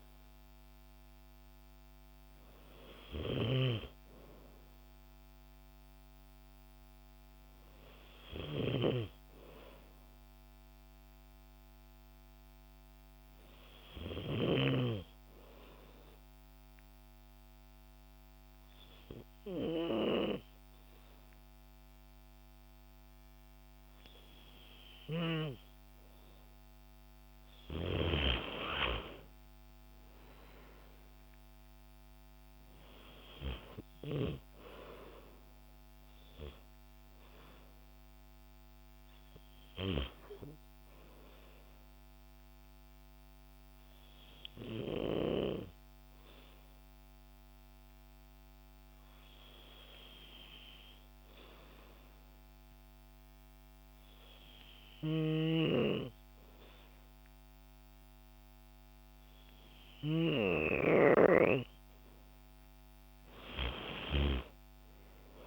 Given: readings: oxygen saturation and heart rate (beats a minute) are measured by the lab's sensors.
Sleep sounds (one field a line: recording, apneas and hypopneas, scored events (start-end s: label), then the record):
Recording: breathing in sleep by a microphone on the trachea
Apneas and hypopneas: 2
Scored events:
14.00-26.00 s: hypopnea (oxygen 96% before, 89% lowest, heart rate 111 before, 53 extreme)
29.00-33.00 s: arousal
45.00-59.50 s: hypopnea (oxygen 96% before, 89% lowest, heart rate 76 before, 54 extreme, up 1 after)
62.00-65.47 s: arousal
From the record:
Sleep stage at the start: N2 (light sleep)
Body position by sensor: on the back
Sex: female